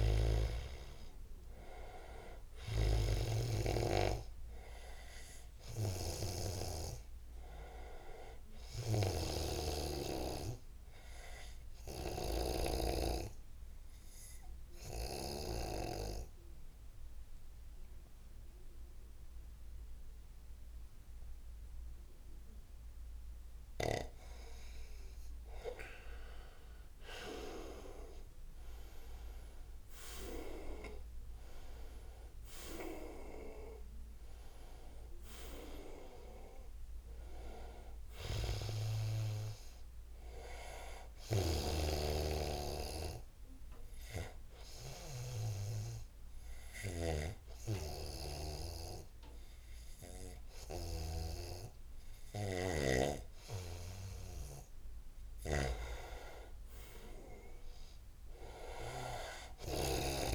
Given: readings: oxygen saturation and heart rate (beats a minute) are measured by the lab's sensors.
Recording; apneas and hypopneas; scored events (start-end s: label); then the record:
breathing in sleep by a room microphone; 2
9.00-12.50 s: snoring (device-marked)
11.50-24.50 s: obstructive apnea (oxygen 97% before, 91% lowest, heart rate 79 before, 75 extreme, up 4 after)
27.50-31.50 s: arousal
30.00-50.00 s: oxygen desaturation (device-marked, oxygen 97% before, 91% lowest, heart rate 77 before, 74 extreme)
41.50-60.35 s: snoring (device-marked)
44.00-55.00 s: obstructive apnea (oxygen 97% before, 92% lowest, heart rate 79 before, 74 extreme, up 3 after)
58.00-60.35 s: arousal
From the record:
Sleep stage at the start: N2 (light sleep); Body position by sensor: on the right side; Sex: male